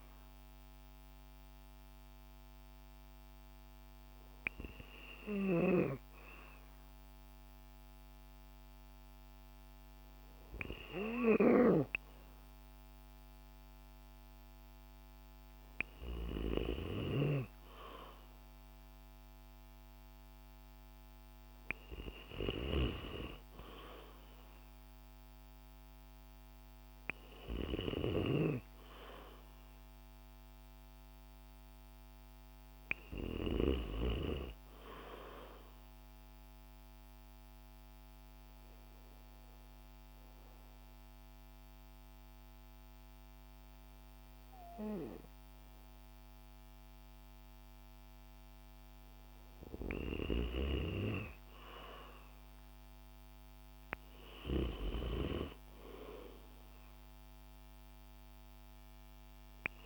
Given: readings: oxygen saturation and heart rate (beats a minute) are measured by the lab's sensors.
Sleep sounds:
breathing in sleep by a microphone on the trachea; 1
16.00-22.00 s: snoring (device-marked)
36.50-49.00 s: hypopnea (oxygen 96% before, 92% lowest, heart rate 134 before, 60 extreme)
49.50-54.00 s: snoring (device-marked)
50.00-53.50 s: arousal
56.00-59.86 s: oxygen desaturation (device-marked, oxygen 96% before, 92% lowest, heart rate 105 before, 65 extreme)
From the record:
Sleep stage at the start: N2 (light sleep); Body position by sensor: on the back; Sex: female

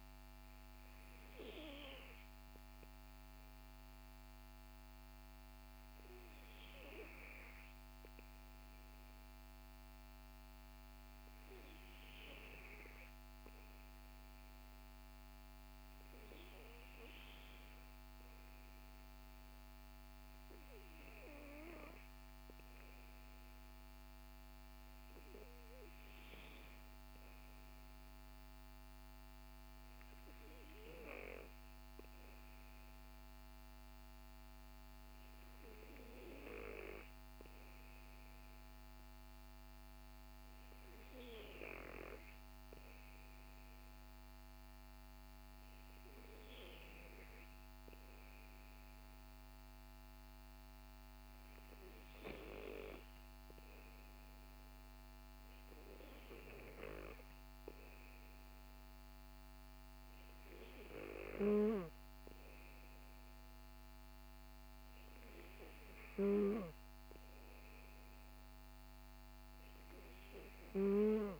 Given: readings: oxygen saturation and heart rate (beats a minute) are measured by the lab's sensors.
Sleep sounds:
breathing in sleep by a microphone on the trachea; none
none scored
From the record:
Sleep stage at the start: N2 (light sleep); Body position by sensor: on the back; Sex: male

